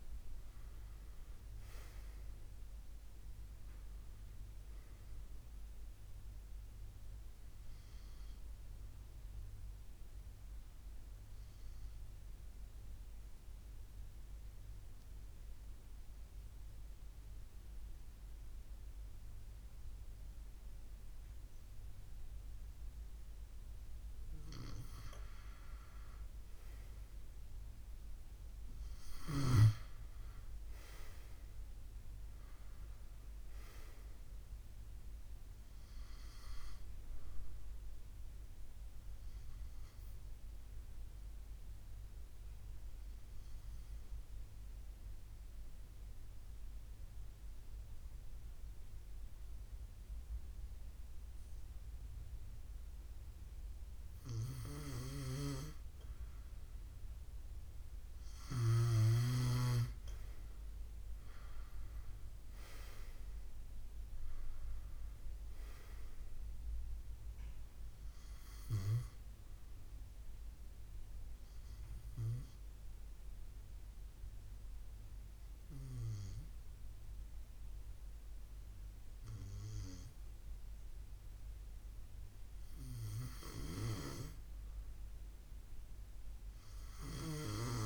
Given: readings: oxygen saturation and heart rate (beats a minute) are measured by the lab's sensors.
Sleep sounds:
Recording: breathing in sleep by a room microphone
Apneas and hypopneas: 3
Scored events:
0.00-3.50 s: arousal
7.00-23.50 s: obstructive apnea (oxygen 97% before, 91% lowest, heart rate 72 before, 65 extreme, up 4 after)
28.00-32.00 s: arousal
39.00-53.50 s: obstructive apnea (oxygen 96% before, 91% lowest, heart rate 70 before, 68 extreme, up 5 after)
54.50-58.50 s: snoring (device-marked)
61.00-65.00 s: arousal
70.00-83.50 s: obstructive apnea (oxygen 97% before, 91% lowest, heart rate 73 before, 65 extreme, up 6 after)
From the record:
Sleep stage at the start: N2 (light sleep)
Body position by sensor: on the left side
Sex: male

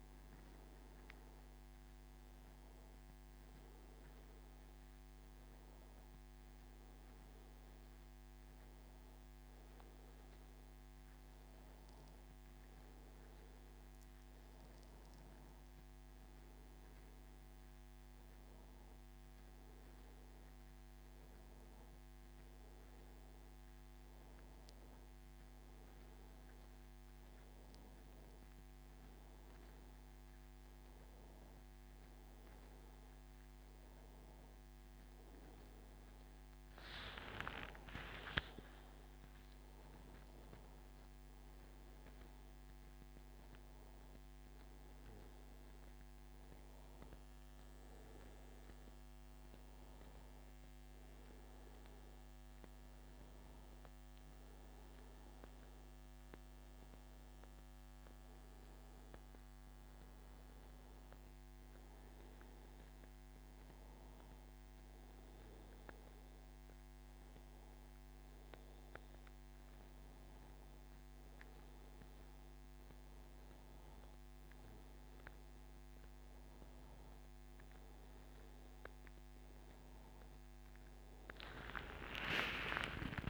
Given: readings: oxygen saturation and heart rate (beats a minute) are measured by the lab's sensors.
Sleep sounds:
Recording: a person awake in a sleep study, by a microphone on the trachea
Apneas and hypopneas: none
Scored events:
none scored
From the record:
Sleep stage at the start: awake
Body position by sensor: on the back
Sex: male

